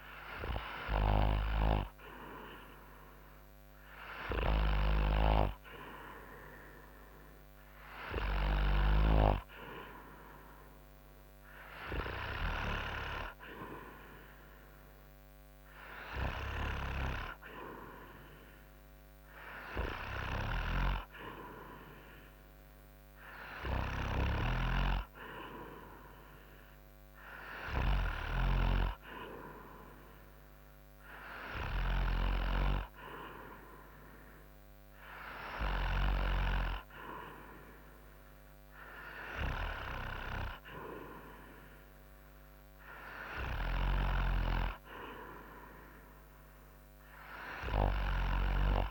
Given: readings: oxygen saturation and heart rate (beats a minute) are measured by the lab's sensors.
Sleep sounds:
breathing in sleep by a microphone on the trachea; none
none scored
From the record:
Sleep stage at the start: N2 (light sleep); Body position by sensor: on the front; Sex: male

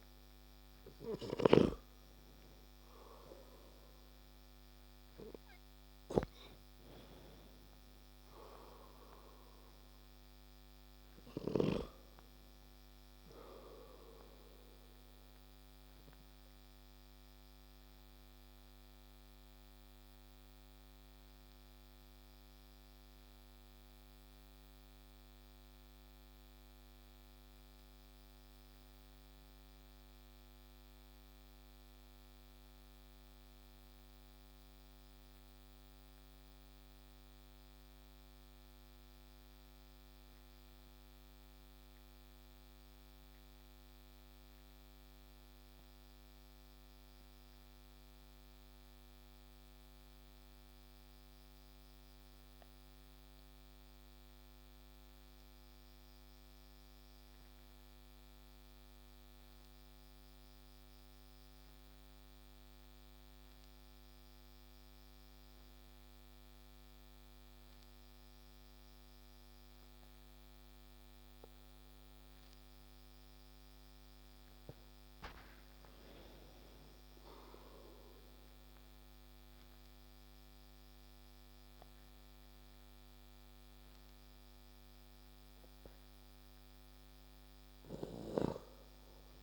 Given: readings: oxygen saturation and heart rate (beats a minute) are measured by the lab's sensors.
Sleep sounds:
breathing in sleep by a microphone on the trachea; 1
15.00-71.50 s: obstructive apnea (oxygen 96% before, 89% lowest)
22.00-36.00 s: oxygen desaturation (device-marked, oxygen 93% before, 89% lowest)
73.00-89.43 s: oxygen desaturation (device-marked, oxygen 97% before, 89% lowest)
74.00-78.00 s: arousal
From the record:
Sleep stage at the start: N2 (light sleep); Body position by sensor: on the back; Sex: male

